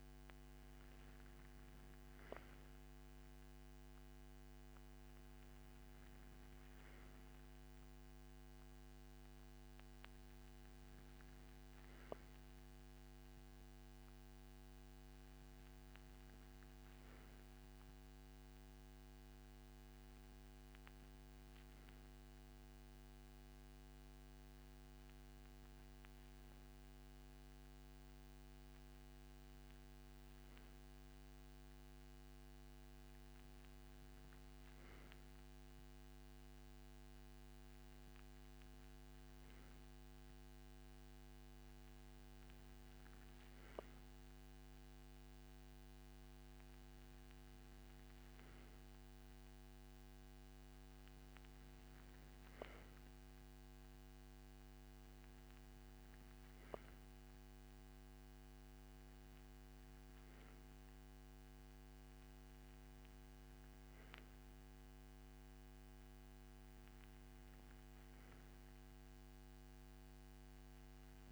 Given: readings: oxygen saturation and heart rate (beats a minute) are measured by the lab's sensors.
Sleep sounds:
breathing in sleep, hard to hear, by a microphone on the trachea; none
none scored
From the record:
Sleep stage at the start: N2 (light sleep); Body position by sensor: on the right side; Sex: male

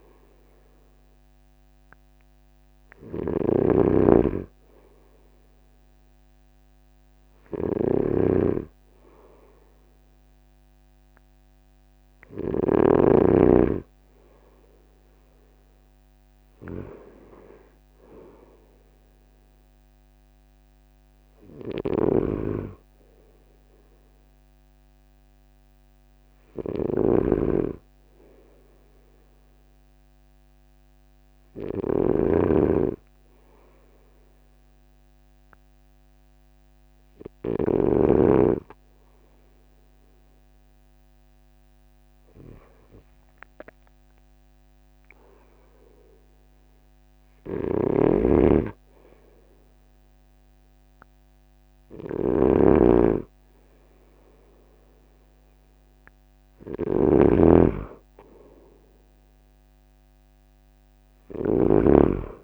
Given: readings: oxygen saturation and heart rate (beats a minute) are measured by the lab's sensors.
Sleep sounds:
breathing in sleep by a microphone on the trachea; none
0.00-12.50 s: snoring (device-marked)
21.50-37.50 s: snoring (device-marked)
47.00-62.44 s: snoring (device-marked)
From the record:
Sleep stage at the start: N2 (light sleep); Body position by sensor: on the front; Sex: male

